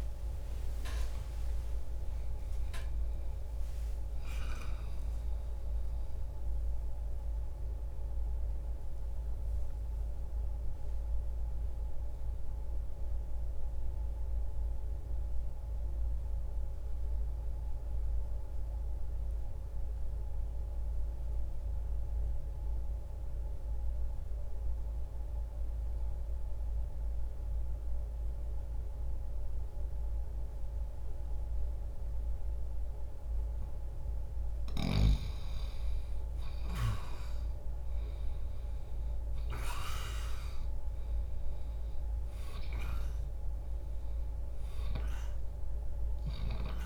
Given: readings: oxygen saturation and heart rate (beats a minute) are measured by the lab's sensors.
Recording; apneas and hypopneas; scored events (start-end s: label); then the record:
breathing in sleep by a room microphone; 1
0.00-4.50 s: arousal
14.50-34.50 s: mixed apnea (oxygen 96% before, 83% lowest, heart rate 108 before, 59 extreme, up 0 after)
21.50-29.50 s: oxygen desaturation (device-marked, oxygen 92% before, 88% lowest, heart rate 95 before, 60 extreme)
37.00-41.00 s: arousal
40.50-46.86 s: oxygen desaturation (device-marked, oxygen 98% before, 83% lowest, heart rate 60 before, 60 extreme)
From the record:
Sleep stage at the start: N2 (light sleep); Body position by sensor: on the back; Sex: male